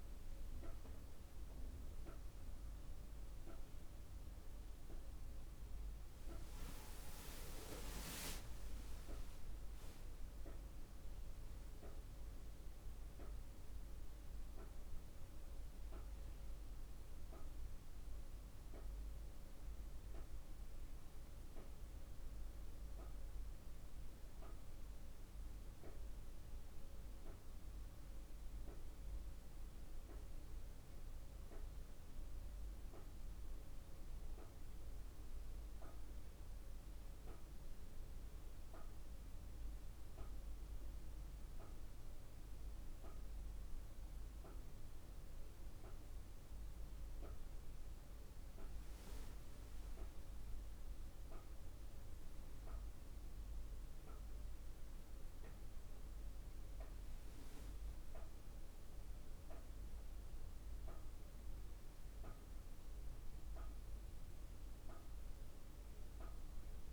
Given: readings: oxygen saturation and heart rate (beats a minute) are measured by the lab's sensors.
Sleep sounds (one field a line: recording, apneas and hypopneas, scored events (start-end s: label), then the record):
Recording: breathing in sleep by a room microphone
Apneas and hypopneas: none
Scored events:
49.00-66.93 s: new sleep stage, N2 (light sleep)
From the record:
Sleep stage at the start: N1 (lightest sleep)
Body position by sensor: on the back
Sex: female